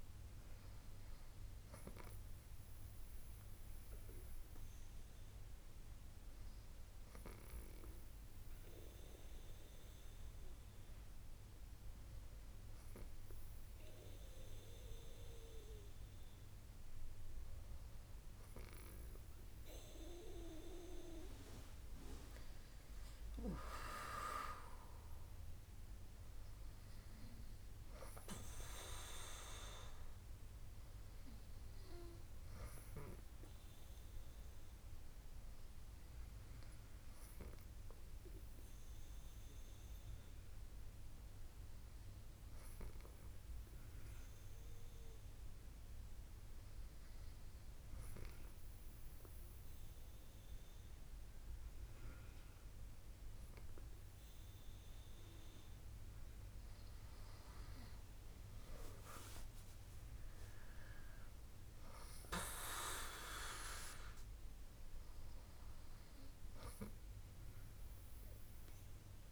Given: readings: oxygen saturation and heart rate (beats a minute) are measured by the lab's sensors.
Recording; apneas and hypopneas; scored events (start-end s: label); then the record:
breathing in sleep by a room microphone; 2
4.00-19.00 s: hypopnea (oxygen 98% before, 96% lowest, heart rate 69 before, 63 extreme, up 10 after)
23.00-27.00 s: arousal
34.00-53.00 s: hypopnea (oxygen 98% before, 96% lowest, heart rate 68 before, 63 extreme, up 17 after)
59.50-63.50 s: arousal
From the record:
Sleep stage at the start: N2 (light sleep); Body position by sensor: on the back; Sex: female